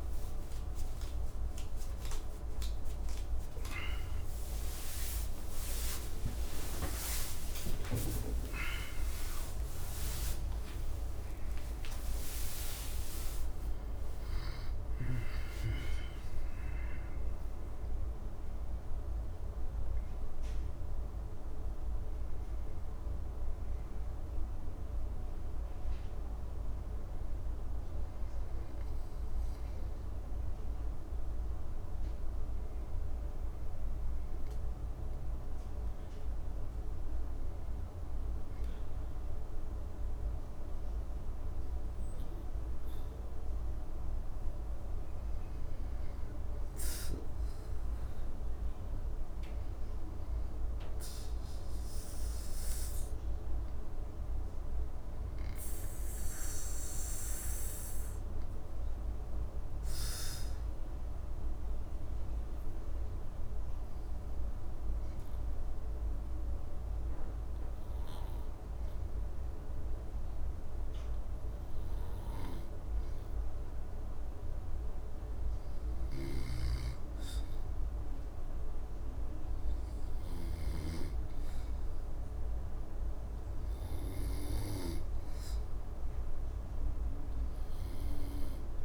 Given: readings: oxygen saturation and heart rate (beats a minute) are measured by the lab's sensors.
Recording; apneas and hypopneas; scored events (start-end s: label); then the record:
breathing in sleep by a room microphone; 1
0.00-5.00 s: oxygen desaturation (device-marked, oxygen 89% lowest, heart rate 71 extreme)
16.50-21.00 s: arousal
33.00-44.50 s: obstructive apnea (oxygen 99% before, 94% lowest, heart rate 81 before, 63 extreme, up 4 after)
46.00-64.00 s: oxygen desaturation (device-marked, oxygen 99% before, 95% lowest, heart rate 67 before, 66 extreme)
46.50-50.00 s: arousal
79.00-88.85 s: oxygen desaturation (device-marked, oxygen 98% before, 94% lowest, heart rate 67 before, 68 extreme)
From the record:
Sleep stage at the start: N2 (light sleep); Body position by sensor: on the back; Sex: male